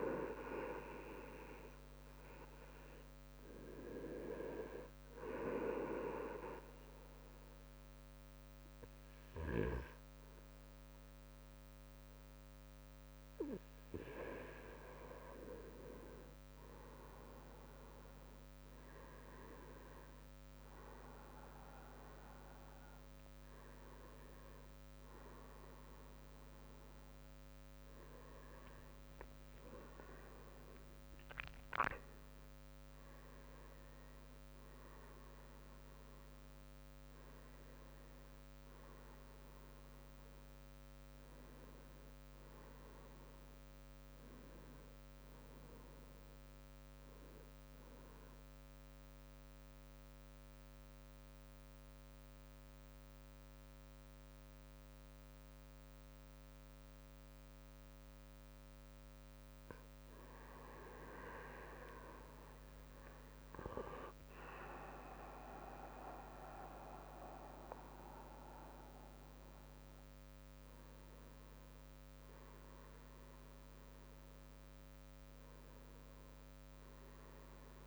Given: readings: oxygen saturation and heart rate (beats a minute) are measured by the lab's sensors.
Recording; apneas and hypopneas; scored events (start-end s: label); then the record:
breathing in sleep by a microphone on the trachea; 2
4.00-15.00 s: obstructive apnea (oxygen 97% before, 94% lowest, heart rate 65 before, 61 extreme, up 10 after)
17.00-21.50 s: arousal
18.50-43.50 s: drop in pulse transit time (device-marked, heart rate 63 before, 68 extreme)
20.50-24.50 s: leg movement (device-marked)
27.50-31.50 s: leg movement (device-marked)
40.00-44.00 s: arousal
48.00-59.00 s: central apnea (oxygen 97% before, 94% lowest, heart rate 70 before, 56 extreme, up 15 after)
61.50-65.50 s: leg movement (device-marked)
62.50-75.50 s: drop in pulse transit time (device-marked, heart rate 61 before, 63 extreme)
64.50-69.50 s: arousal
64.50-77.87 s: oxygen desaturation (device-marked, oxygen 97% before, 94% lowest, heart rate 61 before, 58 extreme)
From the record:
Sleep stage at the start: N2 (light sleep); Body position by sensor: on the right side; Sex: male